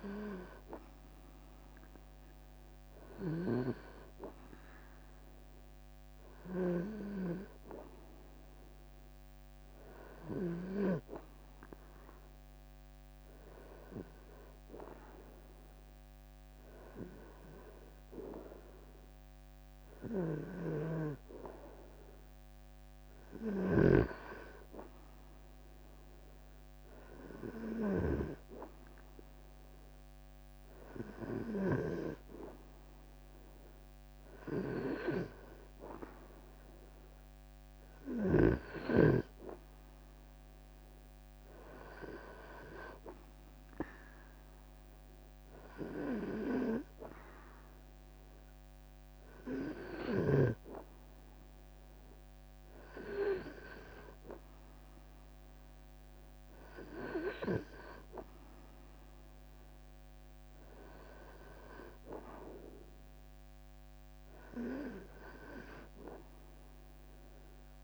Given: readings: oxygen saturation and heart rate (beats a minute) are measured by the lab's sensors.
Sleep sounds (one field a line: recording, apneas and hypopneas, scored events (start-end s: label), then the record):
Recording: breathing in sleep by a microphone on the trachea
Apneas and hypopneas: none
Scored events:
8.50-10.50 s: long interval between heartbeats (device-marked, heart rate 78 before, 80 extreme)
24.50-43.50 s: drop in pulse transit time (device-marked, heart rate 79 before, 76 extreme)
From the record:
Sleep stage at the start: REM sleep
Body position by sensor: on the right side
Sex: male